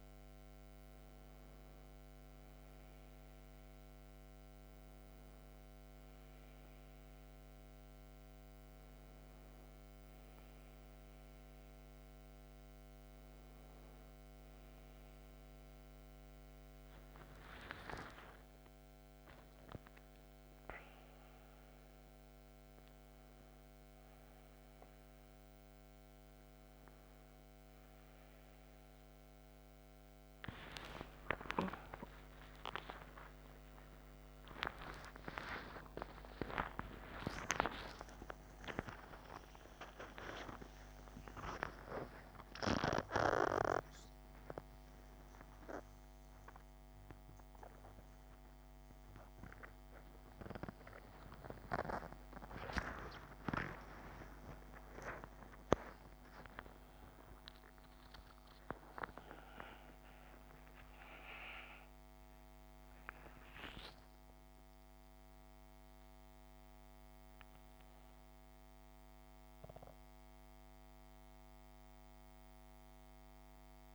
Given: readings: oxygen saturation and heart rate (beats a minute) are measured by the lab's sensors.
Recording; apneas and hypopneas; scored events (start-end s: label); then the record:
a person awake in a sleep study, by a microphone on the trachea; none
38.00-42.00 s: oxygen desaturation (device-marked, oxygen 98% before, 95% lowest)
From the record:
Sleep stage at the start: awake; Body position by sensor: on the back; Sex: female